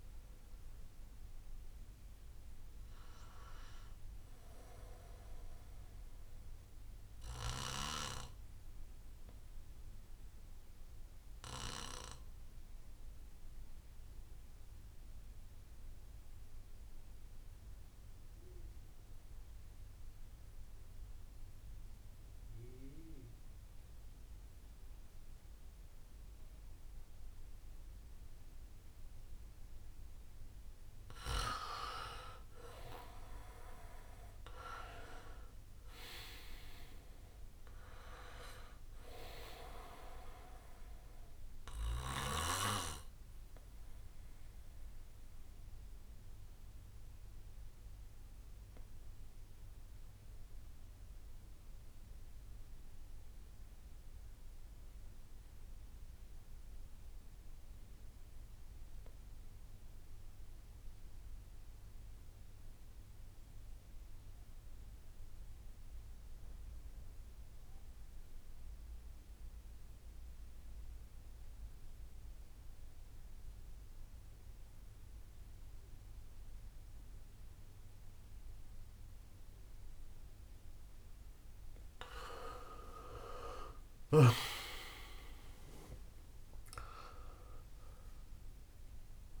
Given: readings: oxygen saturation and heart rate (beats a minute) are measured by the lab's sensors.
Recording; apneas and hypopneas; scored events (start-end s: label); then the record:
breathing in sleep by a room microphone; 2
0.00-6.50 s: oxygen desaturation (device-marked, oxygen 91% lowest, heart rate 57 extreme)
2.50-9.50 s: bradycardia (device-marked, heart rate 70 before, 57 extreme)
8.50-31.00 s: obstructive apnea (oxygen 98% before, 85% lowest, heart rate 81 before, 55 extreme, up 4 after)
14.50-16.50 s: bradycardia (device-marked, heart rate 70 before, 60 extreme)
27.50-50.50 s: oxygen desaturation (device-marked, oxygen 98% before, 88% lowest, heart rate 60 before, 55 extreme)
33.00-38.00 s: arousal
41.50-57.50 s: bradycardia (device-marked, heart rate 70 before, 55 extreme)
42.50-80.50 s: obstructive apnea (oxygen 98% before, 82% lowest, heart rate 63 before, 53 extreme, up 45 after)
66.50-89.40 s: oxygen desaturation (device-marked, oxygen 98% before, 82% lowest, heart rate 58 before, 53 extreme)
82.00-86.00 s: arousal
82.50-86.50 s: tachycardia (device-marked, heart rate 70 before, 105 extreme)
83.50-89.40 s: drop in pulse transit time (device-marked, heart rate 63 before, 74 extreme)
85.00-87.00 s: long interval between heartbeats (device-marked, heart rate 64 before, 97 extreme)
From the record:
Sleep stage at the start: N2 (light sleep); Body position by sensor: on the back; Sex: male